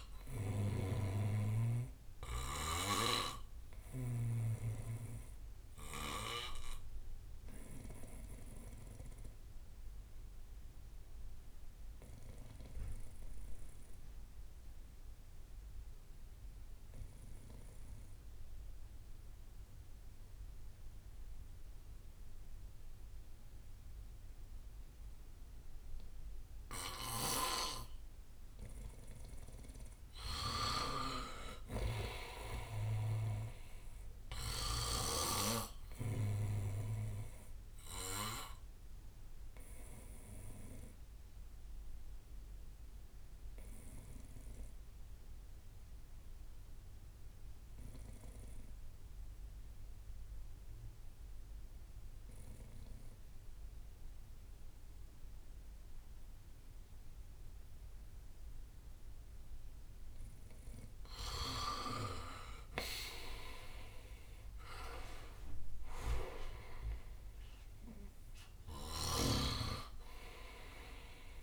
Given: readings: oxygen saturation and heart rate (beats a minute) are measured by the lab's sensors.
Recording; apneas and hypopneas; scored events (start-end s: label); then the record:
breathing in sleep by a room microphone; 2
0.00-12.50 s: oxygen desaturation (device-marked, oxygen 88% lowest, heart rate 55 extreme)
3.50-9.50 s: bradycardia (device-marked, heart rate 66 before, 56 extreme)
6.50-29.00 s: obstructive apnea (oxygen 98% before, 86% lowest, heart rate 65 before, 55 extreme, up 10 after)
22.50-25.50 s: bradycardia (device-marked, heart rate 66 before, 62 extreme)
27.00-35.00 s: snoring (device-marked)
28.50-49.50 s: oxygen desaturation (device-marked, oxygen 98% before, 89% lowest, heart rate 60 before, 55 extreme)
32.00-35.50 s: arousal
40.00-60.00 s: obstructive apnea (oxygen 98% before, 85% lowest, heart rate 62 before, 55 extreme, up 18 after)
41.50-51.50 s: bradycardia (device-marked, heart rate 66 before, 55 extreme)
59.50-71.43 s: oxygen desaturation (device-marked, oxygen 97% before, 86% lowest, heart rate 60 before, 56 extreme)
62.50-66.00 s: arousal
62.50-71.43 s: drop in pulse transit time (device-marked, heart rate 59 before, 66 extreme)
From the record:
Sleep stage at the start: N2 (light sleep); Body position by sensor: on the back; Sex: male